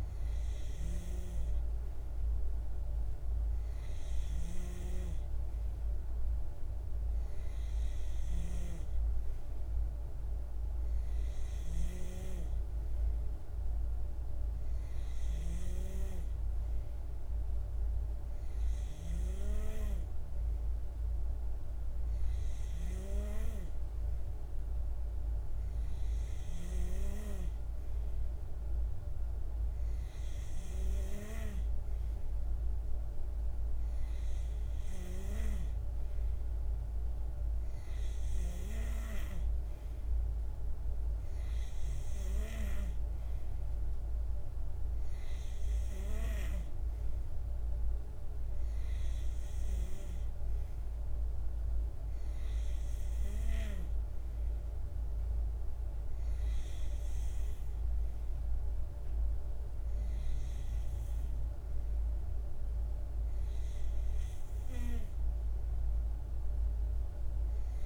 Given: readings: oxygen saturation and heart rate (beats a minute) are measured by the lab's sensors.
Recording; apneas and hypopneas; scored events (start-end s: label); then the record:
breathing in sleep by a room microphone; none
none scored
From the record:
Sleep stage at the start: N2 (light sleep); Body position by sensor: on the back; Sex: male